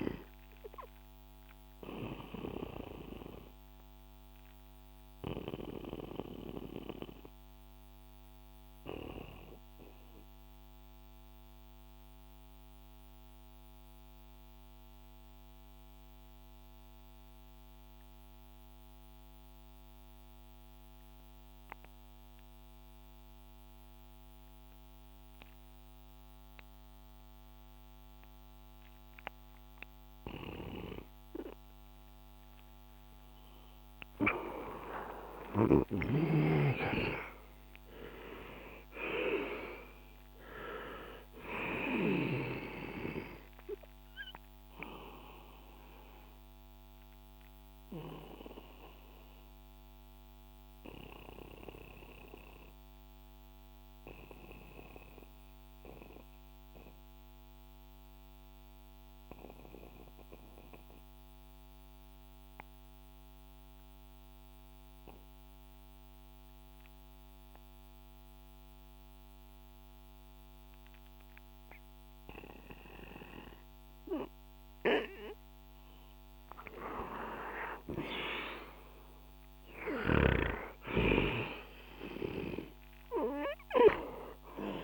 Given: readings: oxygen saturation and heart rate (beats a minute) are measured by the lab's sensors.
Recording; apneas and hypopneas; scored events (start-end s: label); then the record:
breathing in sleep by a microphone on the trachea; 2
0.00-21.50 s: oxygen desaturation (device-marked, oxygen 89% lowest, heart rate 60 extreme)
2.00-31.00 s: obstructive apnea (oxygen 98% before, 89% lowest, heart rate 67 before, 60 extreme, up 8 after)
32.50-51.50 s: oxygen desaturation (device-marked, oxygen 98% before, 91% lowest, heart rate 62 before, 60 extreme)
34.50-38.50 s: arousal
44.00-75.00 s: obstructive apnea (oxygen 98% before, 88% lowest, heart rate 66 before, 58 extreme, up 6 after)
58.50-66.50 s: oxygen desaturation (device-marked, oxygen 92% before, 89% lowest, heart rate 65 before, 61 extreme)
78.00-82.50 s: arousal
82.50-84.84 s: oxygen desaturation (device-marked, oxygen 97% before, 88% lowest, heart rate 64 before, 58 extreme)
From the record:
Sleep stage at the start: N2 (light sleep); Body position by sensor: on the back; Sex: male